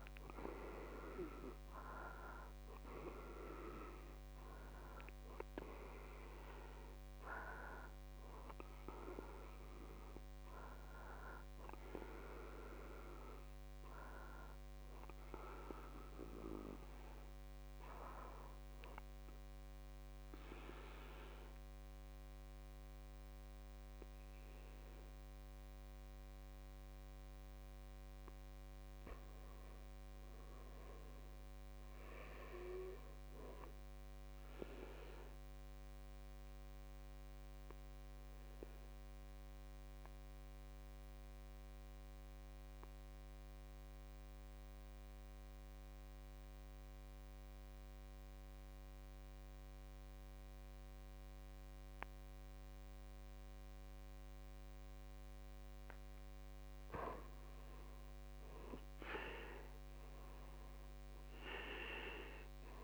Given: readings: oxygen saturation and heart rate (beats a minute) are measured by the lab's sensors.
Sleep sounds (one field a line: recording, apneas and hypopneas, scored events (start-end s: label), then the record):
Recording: breathing in sleep by a microphone on the trachea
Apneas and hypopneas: 1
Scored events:
0.00-31.00 s: oxygen desaturation (device-marked, oxygen 75% lowest, heart rate 52 extreme)
31.00-33.50 s: arousal
36.50-55.50 s: obstructive apnea (oxygen 99% before, 86% lowest, heart rate 56 before, 51 extreme, up 12 after)
57.50-62.00 s: arousal
From the record:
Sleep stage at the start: N2 (light sleep)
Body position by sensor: on the back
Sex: male